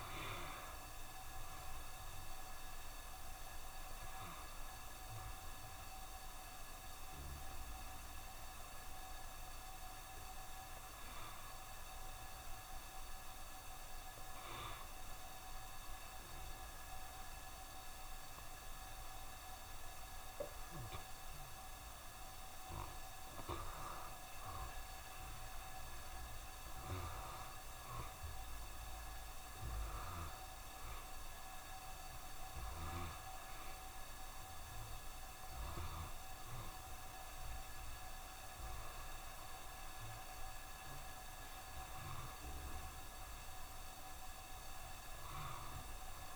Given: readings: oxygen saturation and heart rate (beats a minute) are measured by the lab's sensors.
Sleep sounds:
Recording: breathing in sleep, hard to hear, by a room microphone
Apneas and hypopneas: 1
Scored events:
8.00-23.50 s: obstructive apnea (oxygen 94% before, 88% lowest, heart rate 67 before, 67 extreme, up 2 after)
26.50-30.50 s: arousal
31.50-46.35 s: oxygen desaturation (device-marked, oxygen 92% before, 88% lowest, heart rate 68 before, 67 extreme)
From the record:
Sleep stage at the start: N1 (lightest sleep)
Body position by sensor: on the back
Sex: male

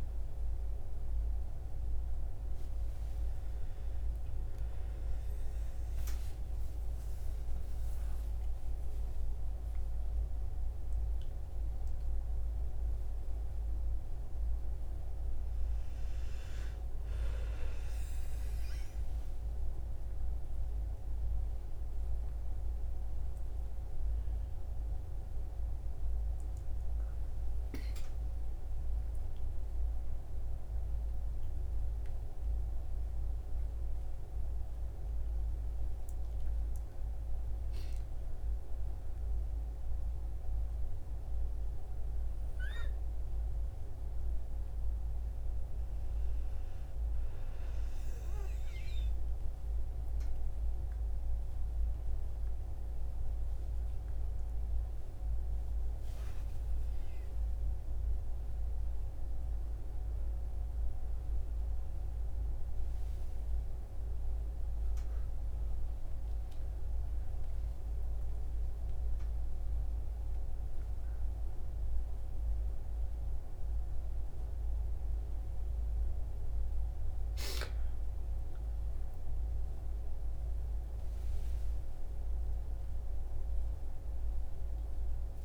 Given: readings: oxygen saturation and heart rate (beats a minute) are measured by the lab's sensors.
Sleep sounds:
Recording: a person awake in a sleep study, hard to hear, by a room microphone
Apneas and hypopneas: none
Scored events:
none scored
From the record:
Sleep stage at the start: awake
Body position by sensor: on the back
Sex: male

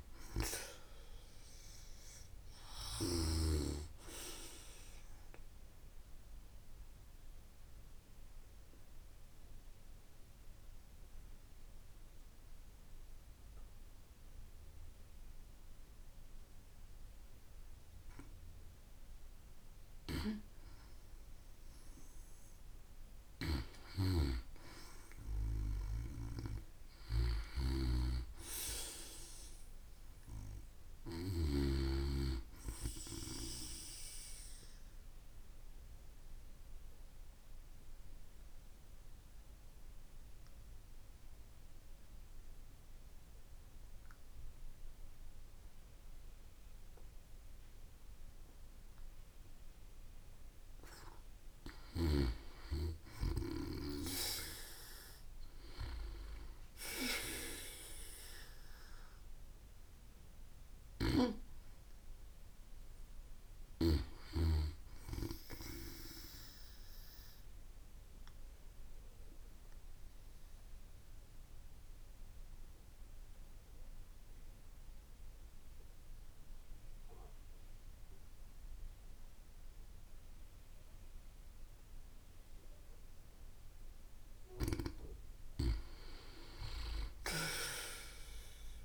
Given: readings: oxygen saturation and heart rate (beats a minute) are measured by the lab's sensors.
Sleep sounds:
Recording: breathing in sleep by a room microphone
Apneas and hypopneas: 3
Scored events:
0.00-8.50 s: oxygen desaturation (device-marked, oxygen 88% lowest)
5.50-19.00 s: obstructive apnea (oxygen 95% before, 90% lowest)
20.50-24.00 s: arousal
27.50-31.50 s: snoring (device-marked)
35.00-49.50 s: obstructive apnea (oxygen 97% before, 92% lowest)
44.50-60.50 s: oxygen desaturation (device-marked, oxygen 96% before, 92% lowest)
52.00-55.00 s: arousal
66.00-84.00 s: obstructive apnea (oxygen 96% before, 91% lowest)
86.00-88.85 s: arousal
From the record:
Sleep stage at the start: N2 (light sleep)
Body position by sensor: on the back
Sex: female

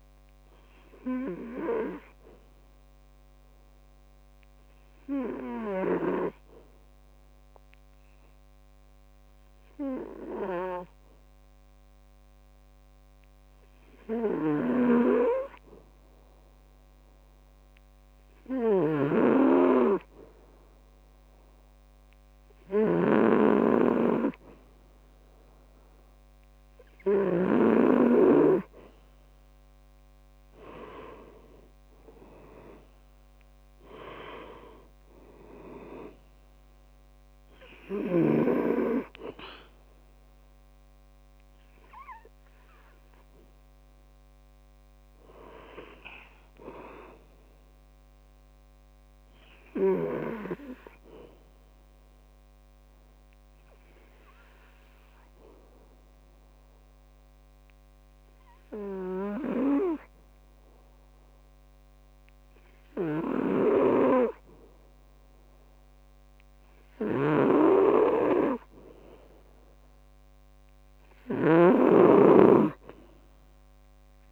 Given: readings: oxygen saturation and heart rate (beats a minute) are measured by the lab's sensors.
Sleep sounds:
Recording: breathing in sleep by a microphone on the trachea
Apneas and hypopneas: 2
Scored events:
0.00-17.50 s: oxygen desaturation (device-marked, oxygen 92% lowest, heart rate 64 extreme)
3.50-24.50 s: obstructive apnea (oxygen 98% before, 90% lowest, heart rate 71 before, 66 extreme, up 3 after)
29.00-32.00 s: arousal
29.50-55.50 s: oxygen desaturation (device-marked, oxygen 98% before, 92% lowest, heart rate 68 before, 65 extreme)
50.50-70.00 s: obstructive apnea (oxygen 98% before, 90% lowest, heart rate 69 before, 65 extreme, up 6 after)
72.50-74.32 s: oxygen desaturation (device-marked, oxygen 97% before, 90% lowest, heart rate 67 before, 65 extreme)
From the record:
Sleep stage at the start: N2 (light sleep)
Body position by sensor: on the back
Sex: male

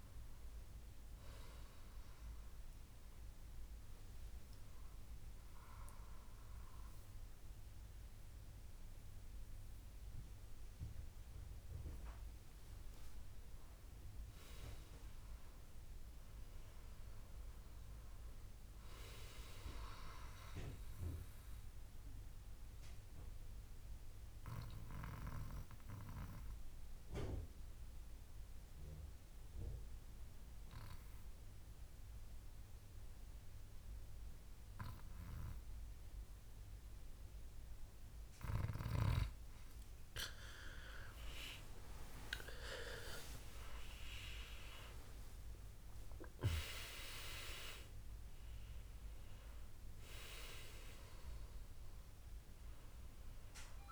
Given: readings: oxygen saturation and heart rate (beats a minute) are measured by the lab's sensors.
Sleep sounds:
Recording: breathing in sleep by a room microphone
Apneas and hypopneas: 1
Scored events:
8.00-12.00 s: arousal
20.50-40.00 s: obstructive apnea (oxygen 98% before, 94% lowest, heart rate 69 before, 60 extreme, up 18 after)
42.50-46.50 s: arousal
45.50-53.92 s: oxygen desaturation (device-marked, oxygen 97% before, 94% lowest, heart rate 65 before, 62 extreme)
From the record:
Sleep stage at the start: N2 (light sleep)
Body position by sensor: on the back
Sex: male

